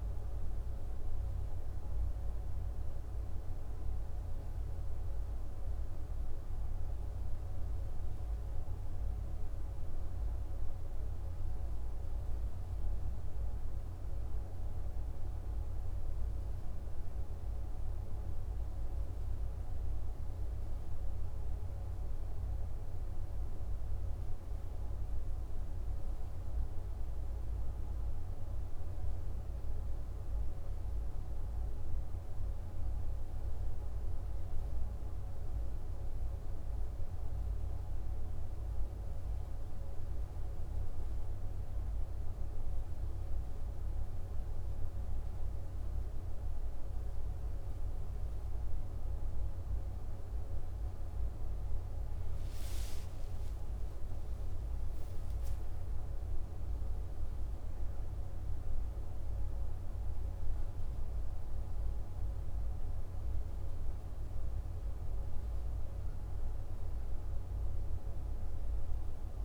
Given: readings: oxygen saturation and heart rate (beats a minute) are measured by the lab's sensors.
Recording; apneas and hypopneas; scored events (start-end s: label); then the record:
breathing in sleep, hard to hear, by a room microphone; none
52.00-56.50 s: arousal
From the record:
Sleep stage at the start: N2 (light sleep); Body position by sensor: on the back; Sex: male